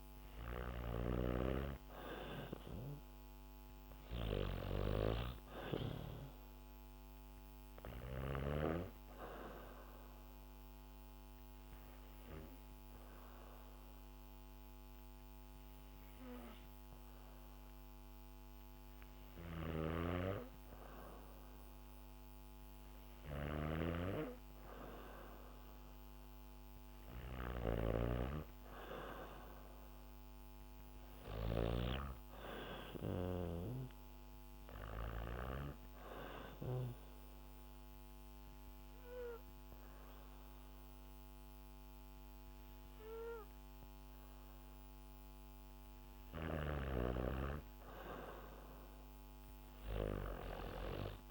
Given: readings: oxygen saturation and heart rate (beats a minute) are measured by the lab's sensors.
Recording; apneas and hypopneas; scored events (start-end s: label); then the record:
breathing in sleep by a microphone on the trachea; 2
0.00-8.00 s: snoring (device-marked)
7.00-19.00 s: hypopnea (oxygen 97% before, 94% lowest, heart rate 68 before, 64 extreme, up 1 after)
18.50-31.00 s: snoring (device-marked)
23.00-27.00 s: arousal
34.00-45.00 s: hypopnea (oxygen 97% before, 94% lowest, heart rate 67 before, 64 extreme, up 0 after)
47.00-51.00 s: arousal
From the record:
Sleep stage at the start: N2 (light sleep); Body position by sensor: on the back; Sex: female